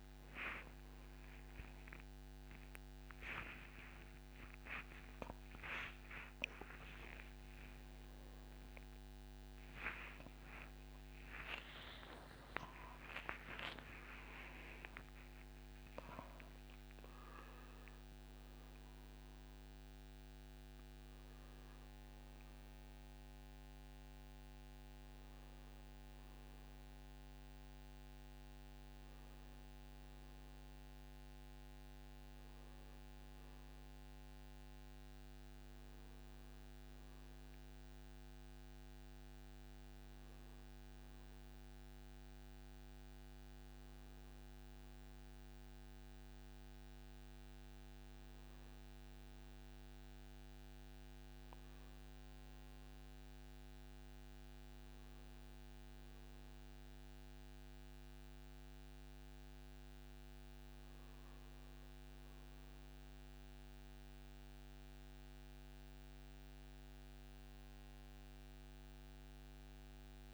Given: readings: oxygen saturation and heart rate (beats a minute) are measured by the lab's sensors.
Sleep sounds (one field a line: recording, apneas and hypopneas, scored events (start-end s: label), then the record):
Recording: a person partly awake in a sleep study, by a microphone on the trachea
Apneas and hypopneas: none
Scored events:
29.00-70.34 s: new sleep stage, N1 (lightest sleep)
From the record:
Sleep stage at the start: awake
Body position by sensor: on the right side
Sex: male